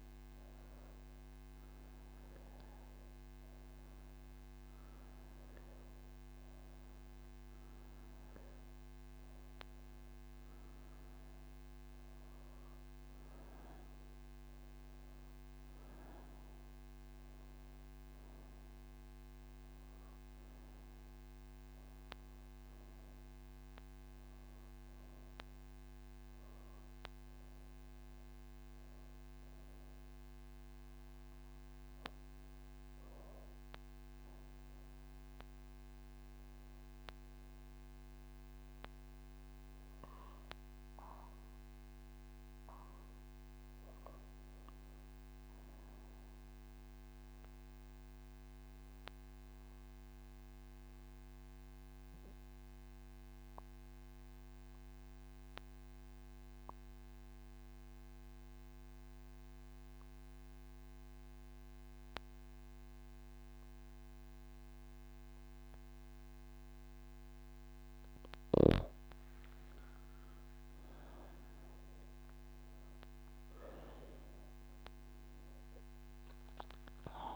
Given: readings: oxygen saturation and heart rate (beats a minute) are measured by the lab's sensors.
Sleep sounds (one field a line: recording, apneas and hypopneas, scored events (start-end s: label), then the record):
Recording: breathing in sleep, hard to hear, by a microphone on the trachea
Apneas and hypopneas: none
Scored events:
21.50-40.50 s: oxygen desaturation (device-marked, oxygen 92% before, 85% lowest)
66.50-77.36 s: oxygen desaturation (device-marked, oxygen 98% before, 85% lowest)
From the record:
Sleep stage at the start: N2 (light sleep)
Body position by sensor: on the right side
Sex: female